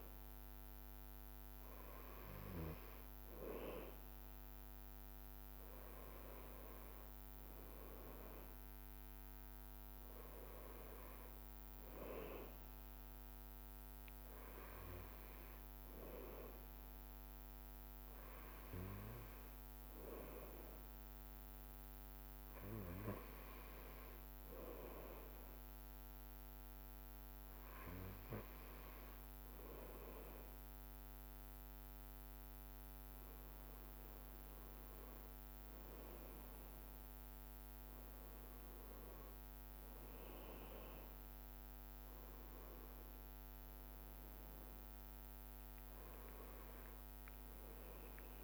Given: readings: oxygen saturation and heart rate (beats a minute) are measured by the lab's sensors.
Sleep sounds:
breathing in sleep by a microphone on the trachea; 1
4.50-11.50 s: oxygen desaturation (device-marked, oxygen 92% before, 90% lowest)
22.50-36.50 s: hypopnea (oxygen 92% before, 89% lowest)
31.50-38.50 s: oxygen desaturation (device-marked, oxygen 92% before, 90% lowest)
39.00-42.50 s: arousal
47.50-48.44 s: new sleep stage, N1 (lightest sleep)
From the record:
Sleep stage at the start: N2 (light sleep); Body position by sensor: on the back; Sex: male

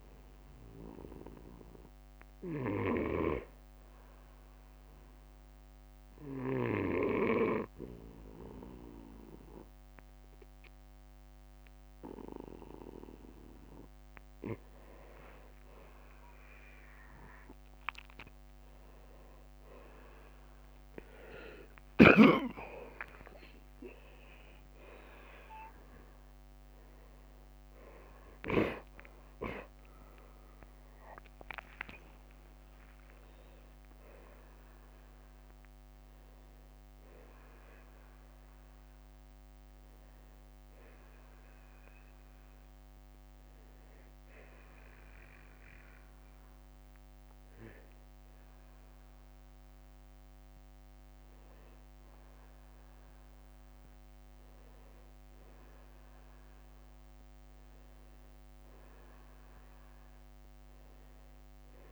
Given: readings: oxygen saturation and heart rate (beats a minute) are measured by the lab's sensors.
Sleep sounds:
breathing in sleep by a microphone on the trachea; 2
4.00-14.00 s: obstructive apnea (oxygen 95% before, 89% lowest, heart rate 57 before, 52 extreme, up 20 after)
9.00-19.00 s: oxygen desaturation (device-marked, oxygen 94% before, 89% lowest, heart rate 57 before, 59 extreme)
15.50-20.00 s: arousal
21.00-51.00 s: new sleep stage, N1 (lightest sleep)
32.00-34.00 s: long interval between heartbeats (device-marked, heart rate 64 before, 92 extreme)
32.50-37.00 s: arousal
40.50-50.50 s: hypopnea (oxygen 93% before, 89% lowest, heart rate 74 before, 50 extreme, up 19 after)
43.00-45.00 s: long interval between heartbeats (device-marked, heart rate 73 before, 65 extreme)
51.00-61.92 s: new sleep stage, N2 (light sleep)
51.50-56.00 s: arousal
56.50-58.50 s: long interval between heartbeats (device-marked, heart rate 64 before, 69 extreme)
From the record:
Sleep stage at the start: N2 (light sleep); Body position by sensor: on the back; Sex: male

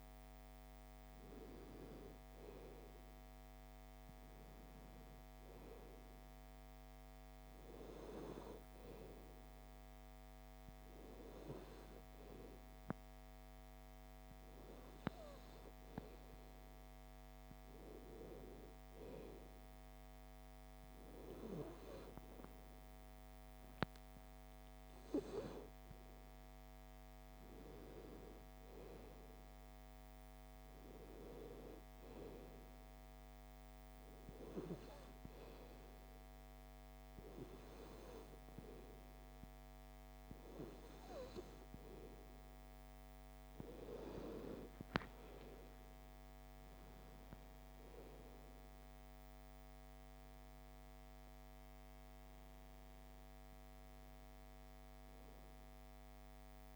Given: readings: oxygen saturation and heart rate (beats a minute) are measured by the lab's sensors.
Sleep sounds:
breathing in sleep by a microphone on the trachea; none
46.50-50.50 s: arousal
From the record:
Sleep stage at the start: N2 (light sleep); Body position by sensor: on the back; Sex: female

